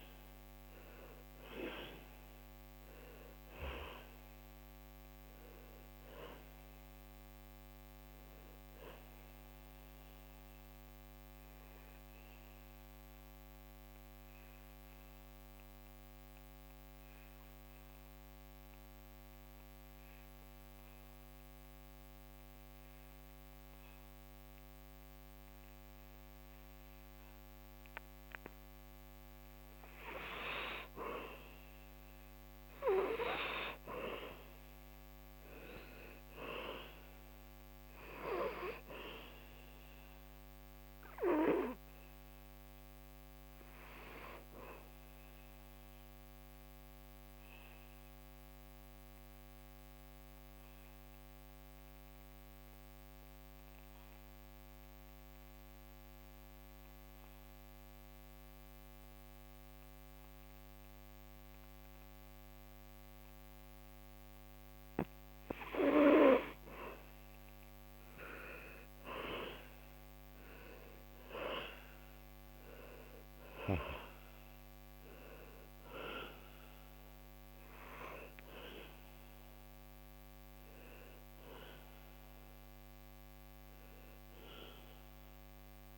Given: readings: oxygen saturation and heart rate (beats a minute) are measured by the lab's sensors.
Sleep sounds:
breathing in sleep by a microphone on the trachea; 2
0.00-23.50 s: oxygen desaturation (device-marked, oxygen 85% lowest, heart rate 75 extreme)
10.00-29.00 s: obstructive apnea (oxygen 98% before, 83% lowest, heart rate 76 before, 75 extreme, up 3 after)
31.00-34.50 s: arousal
35.50-54.50 s: oxygen desaturation (device-marked, oxygen 99% before, 87% lowest, heart rate 76 before, 70 extreme)
46.00-64.50 s: obstructive apnea (oxygen 99% before, 82% lowest, heart rate 77 before, 70 extreme, up 8 after)
62.50-85.98 s: oxygen desaturation (device-marked, oxygen 98% before, 83% lowest, heart rate 75 before, 65 extreme)
67.00-71.50 s: arousal
From the record:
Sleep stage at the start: N2 (light sleep); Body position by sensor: on the back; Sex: male

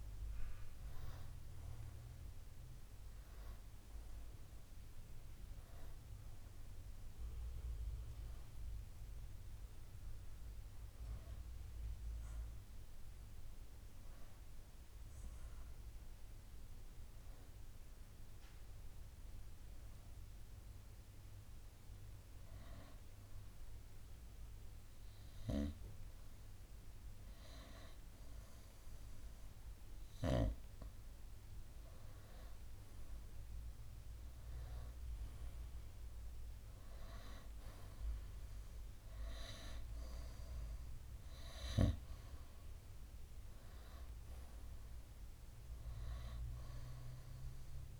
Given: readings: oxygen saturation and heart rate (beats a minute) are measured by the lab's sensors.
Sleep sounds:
breathing in sleep by a room microphone; 1
0.00-5.00 s: oxygen desaturation (device-marked, oxygen 92% lowest, heart rate 56 extreme)
12.50-32.00 s: hypopnea (oxygen 96% before, 91% lowest, heart rate 79 before, 62 extreme, up 7 after)
18.00-28.00 s: oxygen desaturation (device-marked, oxygen 95% before, 91% lowest, heart rate 65 before, 62 extreme)
35.50-40.50 s: arousal
40.00-48.00 s: oxygen desaturation (device-marked, oxygen 98% before, 91% lowest, heart rate 65 before, 61 extreme)
From the record:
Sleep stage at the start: N1 (lightest sleep); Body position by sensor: on the right side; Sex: male

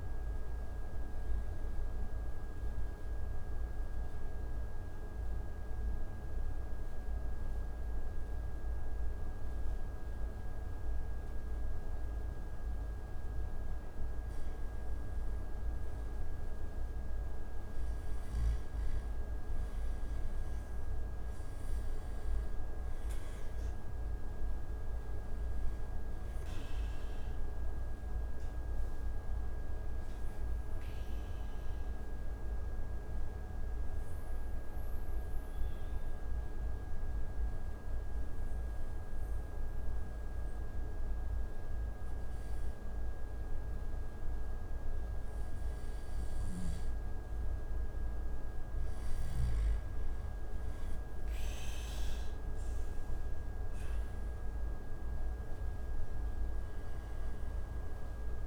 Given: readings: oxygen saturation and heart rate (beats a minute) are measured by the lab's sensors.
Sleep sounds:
breathing in sleep, hard to hear, by a room microphone; 2
0.00-6.50 s: oxygen desaturation (device-marked, oxygen 91% lowest)
0.50-13.00 s: obstructive apnea (oxygen 96% before, 88% lowest)
11.50-21.50 s: oxygen desaturation (device-marked, oxygen 92% before, 89% lowest)
20.50-25.00 s: arousal
29.50-46.50 s: obstructive apnea (oxygen 97% before, 88% lowest)
33.50-44.50 s: oxygen desaturation (device-marked, oxygen 97% before, 91% lowest)
51.50-56.50 s: arousal
54.50-58.46 s: oxygen desaturation (device-marked, oxygen 96% before, 88% lowest)
From the record:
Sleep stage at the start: N2 (light sleep); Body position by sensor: on the back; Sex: male

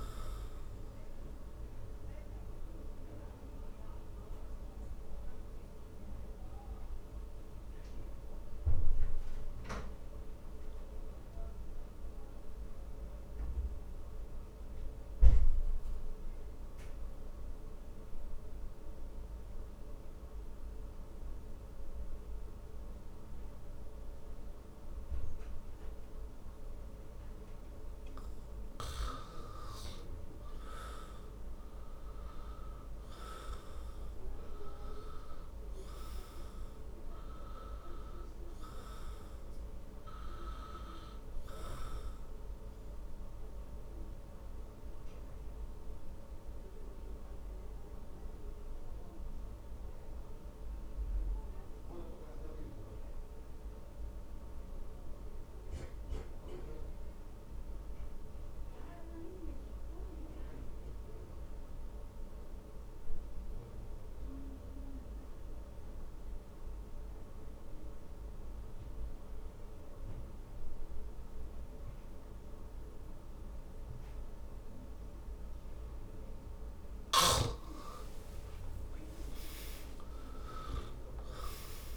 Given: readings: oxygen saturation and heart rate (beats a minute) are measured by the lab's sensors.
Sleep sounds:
breathing in sleep by a room microphone; 2
0.00-19.00 s: oxygen desaturation (device-marked, oxygen 89% lowest, heart rate 52 extreme)
1.00-30.00 s: obstructive apnea (oxygen 97% before, 86% lowest, heart rate 64 before, 52 extreme, up 14 after)
31.00-34.50 s: arousal
32.00-62.00 s: oxygen desaturation (device-marked, oxygen 96% before, 86% lowest, heart rate 57 before, 56 extreme)
45.00-77.50 s: obstructive apnea (oxygen 96% before, 83% lowest, heart rate 65 before, 56 extreme, up 20 after)
76.00-81.96 s: oxygen desaturation (device-marked, oxygen 97% before, 83% lowest, heart rate 59 before, 55 extreme)
79.50-81.96 s: arousal
From the record:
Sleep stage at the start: N2 (light sleep); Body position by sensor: on the back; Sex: male

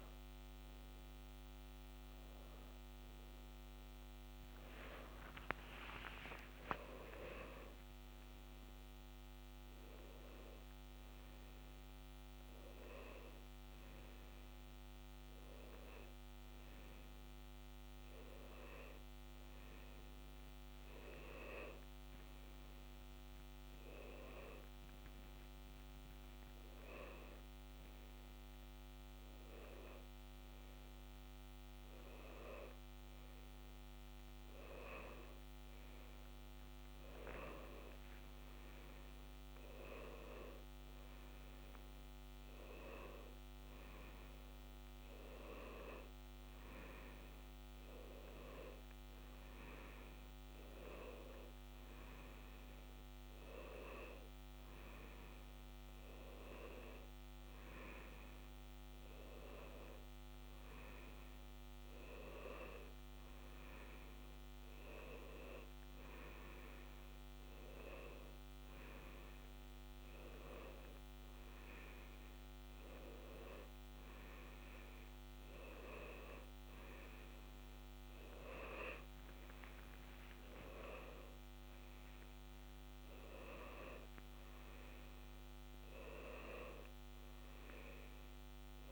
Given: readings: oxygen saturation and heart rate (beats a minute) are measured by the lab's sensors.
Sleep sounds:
a person awake in a sleep study, by a microphone on the trachea; none
50.00-88.92 s: new sleep stage, N1 (lightest sleep)
80.50-85.00 s: arousal
From the record:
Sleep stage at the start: awake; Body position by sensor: on the left side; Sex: male

